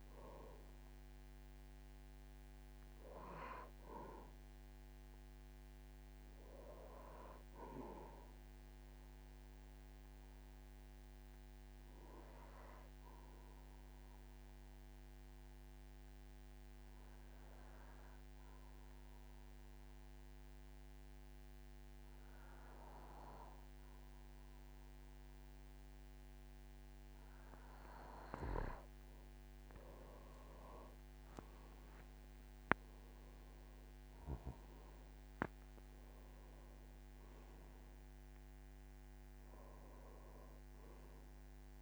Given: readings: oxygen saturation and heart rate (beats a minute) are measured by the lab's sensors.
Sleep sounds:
breathing in sleep by a microphone on the trachea; 1
10.00-26.50 s: obstructive apnea (oxygen 99% before, 92% lowest, heart rate 51 before, 47 extreme, up 15 after)
30.50-35.00 s: arousal
32.00-41.81 s: oxygen desaturation (device-marked, oxygen 97% before, 92% lowest, heart rate 49 before, 47 extreme)
From the record:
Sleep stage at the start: N2 (light sleep); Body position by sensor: on the back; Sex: male

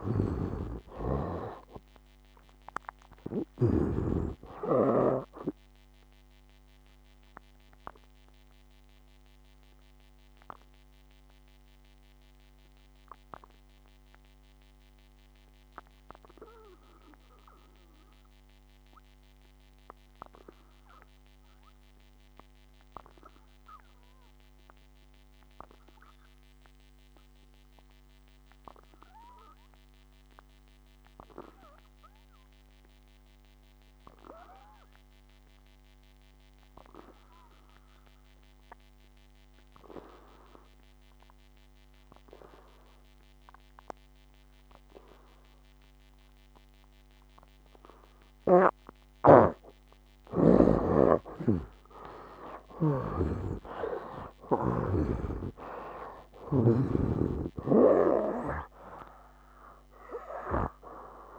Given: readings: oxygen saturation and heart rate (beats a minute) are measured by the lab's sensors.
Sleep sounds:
breathing in sleep by a microphone on the trachea; 1
0.00-2.00 s: arousal
0.00-4.00 s: snoring (device-marked)
0.00-29.50 s: oxygen desaturation (device-marked, oxygen 69% lowest, heart rate 57 extreme)
6.00-49.00 s: obstructive apnea (oxygen 96% before, 69% lowest, heart rate 68 before, 57 extreme, up 15 after)
45.50-61.39 s: oxygen desaturation (device-marked, oxygen 98% before, 78% lowest, heart rate 59 before, 57 extreme)
51.00-55.00 s: snoring (device-marked)
54.00-58.50 s: arousal
From the record:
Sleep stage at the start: N2 (light sleep); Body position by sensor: on the back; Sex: male

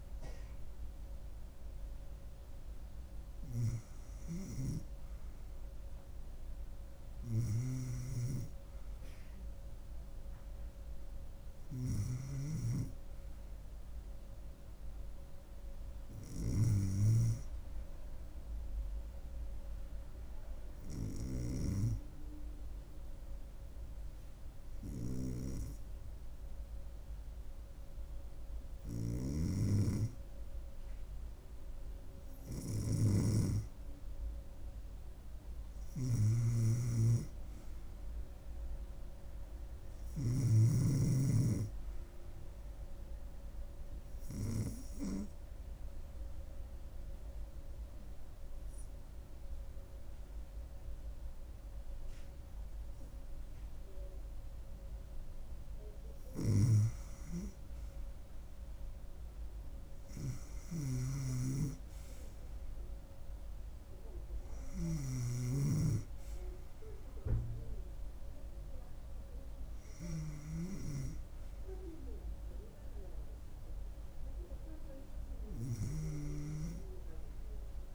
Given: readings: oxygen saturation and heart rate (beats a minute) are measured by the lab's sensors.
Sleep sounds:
breathing in sleep by a room microphone; 2
0.00-6.00 s: oxygen desaturation (device-marked, oxygen 89% lowest, heart rate 69 extreme)
7.00-11.50 s: arousal
18.50-30.00 s: hypopnea (oxygen 96% before, 94% lowest, heart rate 71 before, 69 extreme, up 3 after)
33.00-36.50 s: arousal
36.00-40.50 s: snoring (device-marked)
45.50-56.00 s: obstructive apnea (oxygen 96% before, 93% lowest, heart rate 72 before, 70 extreme, up 3 after)
56.00-65.00 s: snoring (device-marked)
58.00-62.00 s: arousal
From the record:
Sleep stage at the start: N2 (light sleep); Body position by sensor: on the back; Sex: female

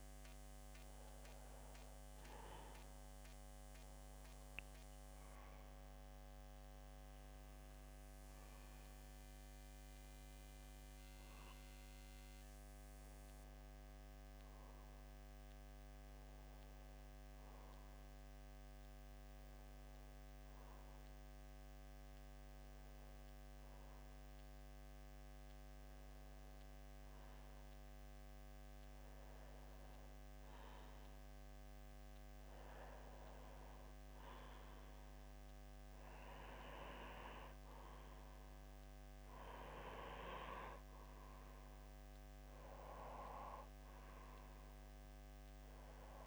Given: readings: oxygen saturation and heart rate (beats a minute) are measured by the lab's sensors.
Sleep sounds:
breathing in sleep by a microphone on the trachea; 1
20.50-32.50 s: hypopnea (oxygen 92% before, 91% lowest, heart rate 62 before, 61 extreme, up 4 after)
34.00-37.50 s: arousal
From the record:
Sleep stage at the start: N2 (light sleep); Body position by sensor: on the back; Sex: male

